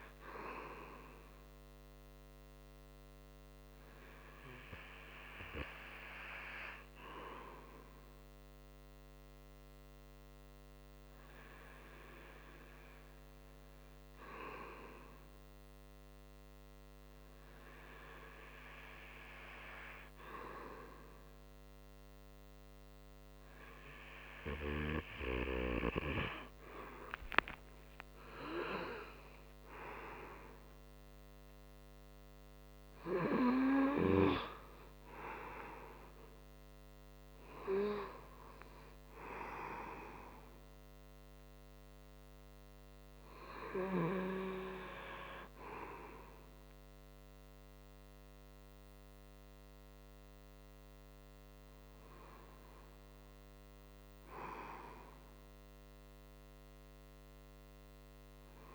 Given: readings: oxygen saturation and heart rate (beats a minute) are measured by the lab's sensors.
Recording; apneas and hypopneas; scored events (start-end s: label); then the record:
breathing in sleep by a microphone on the trachea; none
26.00-30.00 s: arousal
From the record:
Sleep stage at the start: REM sleep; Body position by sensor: on the front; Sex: male